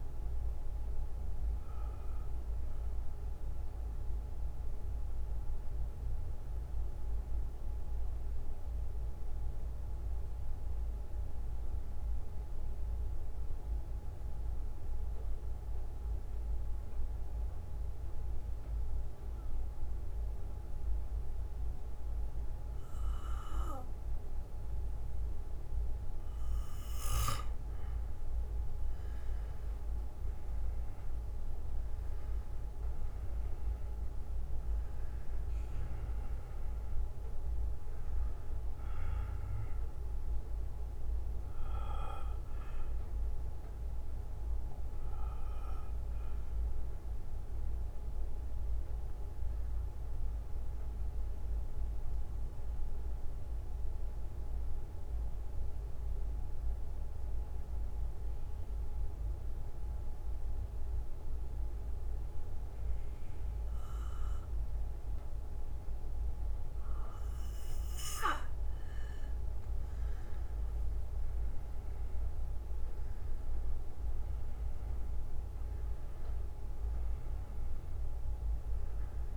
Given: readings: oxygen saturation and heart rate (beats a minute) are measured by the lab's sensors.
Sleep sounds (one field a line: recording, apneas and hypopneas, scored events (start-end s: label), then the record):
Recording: breathing in sleep, hard to hear, by a room microphone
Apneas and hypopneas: 2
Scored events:
0.00-5.00 s: bradycardia (device-marked, heart rate 52 extreme)
0.00-23.00 s: oxygen desaturation (device-marked, oxygen 90% lowest, heart rate 49 extreme)
6.00-26.00 s: bradycardia (device-marked, heart rate 59 before, 50 extreme)
6.00-26.50 s: mixed apnea (oxygen 98% before, 90% lowest, heart rate 62 before, 50 extreme, up 17 after)
30.00-34.50 s: arousal
41.00-47.00 s: bradycardia (device-marked, heart rate 59 before, 55 extreme)
41.00-62.00 s: oxygen desaturation (device-marked, oxygen 98% before, 93% lowest, heart rate 63 before, 55 extreme)
48.00-54.00 s: bradycardia (device-marked, heart rate 59 before, 57 extreme)
52.50-69.00 s: mixed apnea (oxygen 98% before, 91% lowest, heart rate 63 before, 54 extreme, up 17 after)
56.00-68.00 s: bradycardia (device-marked, heart rate 59 before, 55 extreme)
72.50-76.00 s: arousal
From the record:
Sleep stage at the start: N2 (light sleep)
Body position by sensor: on the back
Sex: male